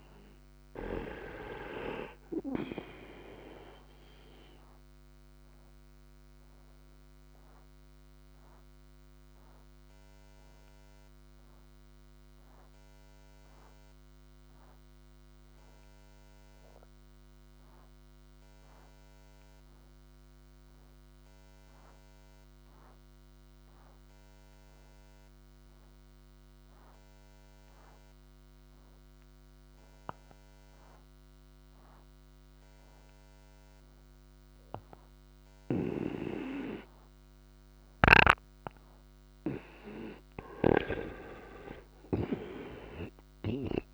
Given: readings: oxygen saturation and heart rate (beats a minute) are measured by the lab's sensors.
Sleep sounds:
breathing in sleep by a microphone on the trachea; 1
0.00-22.00 s: oxygen desaturation (device-marked, oxygen 91% lowest, heart rate 58 extreme)
5.00-39.50 s: obstructive apnea (oxygen 98% before, 86% lowest, heart rate 63 before, 58 extreme, up 10 after)
34.00-43.94 s: oxygen desaturation (device-marked, oxygen 97% before, 86% lowest, heart rate 59 before, 59 extreme)
35.50-40.50 s: snoring (device-marked)
42.00-43.94 s: arousal
From the record:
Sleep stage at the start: N2 (light sleep); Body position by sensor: on the right side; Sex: male

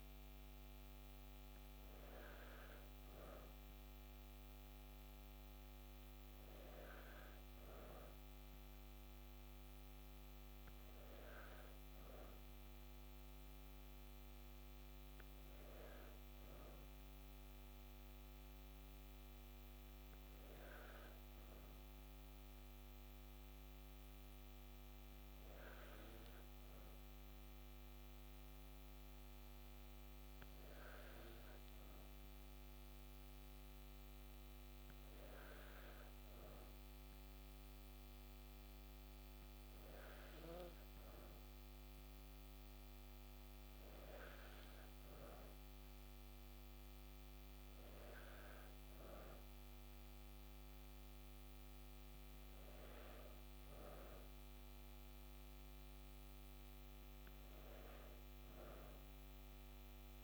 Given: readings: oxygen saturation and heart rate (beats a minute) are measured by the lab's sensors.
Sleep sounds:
breathing in sleep, hard to hear, by a microphone on the trachea; none
none scored
From the record:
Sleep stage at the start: N2 (light sleep); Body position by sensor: on the back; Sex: female

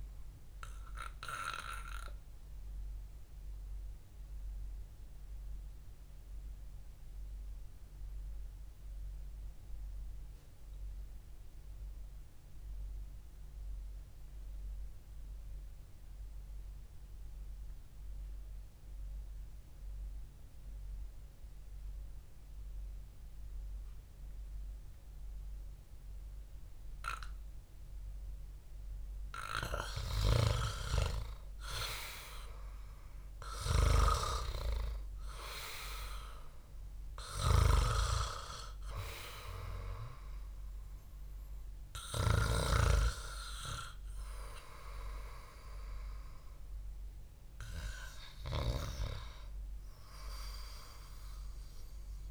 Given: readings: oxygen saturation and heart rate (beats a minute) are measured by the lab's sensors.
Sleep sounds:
breathing in sleep by a room microphone; 1
1.50-30.00 s: obstructive apnea (oxygen 99% before, 90% lowest, heart rate 64 before, 56 extreme, up 2 after)
14.50-29.50 s: oxygen desaturation (device-marked, oxygen 96% before, 90% lowest, heart rate 59 before, 56 extreme)
32.00-37.00 s: arousal
38.00-43.50 s: snoring (device-marked)
From the record:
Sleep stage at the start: REM sleep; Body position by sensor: on the back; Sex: male

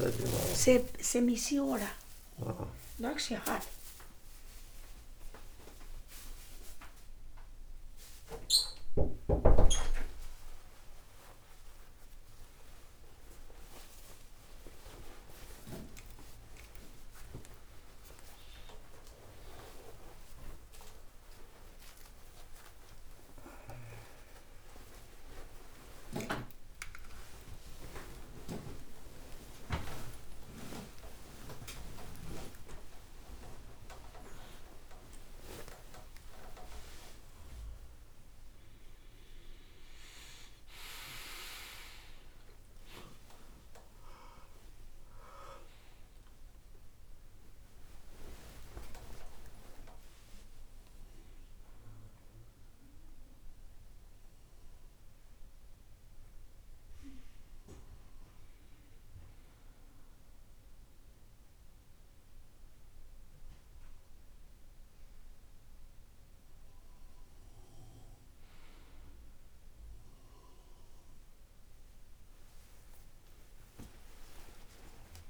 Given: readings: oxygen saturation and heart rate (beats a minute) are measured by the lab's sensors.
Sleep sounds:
a person awake in a sleep study, by a room microphone; none
none scored
From the record:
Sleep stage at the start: awake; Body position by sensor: on the right side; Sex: male

